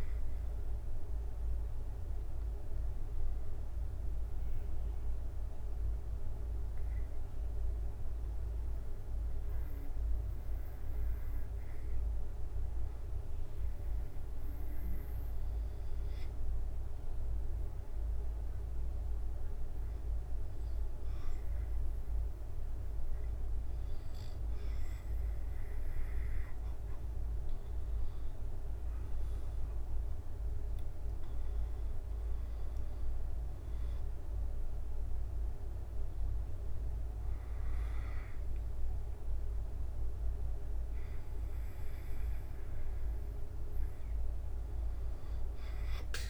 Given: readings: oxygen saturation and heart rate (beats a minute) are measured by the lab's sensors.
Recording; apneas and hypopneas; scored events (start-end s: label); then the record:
breathing in sleep, hard to hear, by a room microphone; 1
4.00-25.00 s: hypopnea (oxygen 97% before, 95% lowest, heart rate 85 before, 65 extreme, up 7 after)
30.00-34.00 s: arousal
From the record:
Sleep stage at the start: N2 (light sleep); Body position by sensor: on the back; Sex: male